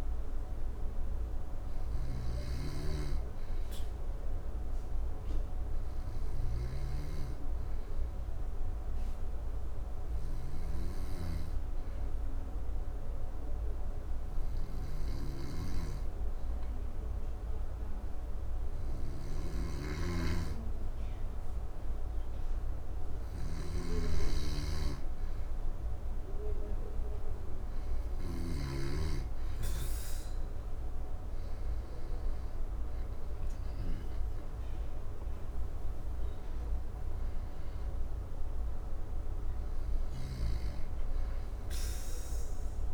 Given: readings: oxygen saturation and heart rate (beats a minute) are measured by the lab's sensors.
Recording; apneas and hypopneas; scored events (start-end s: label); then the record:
breathing in sleep by a room microphone; 1
0.00-1.00 s: arousal
0.00-28.50 s: snoring (device-marked)
3.00-25.50 s: obstructive apnea (oxygen 98% before, 91% lowest, heart rate 69 before, 66 extreme, up 7 after)
24.50-42.94 s: oxygen desaturation (device-marked, oxygen 96% before, 91% lowest, heart rate 68 before, 65 extreme)
29.50-33.00 s: arousal
From the record:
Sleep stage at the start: N2 (light sleep); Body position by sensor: on the back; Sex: male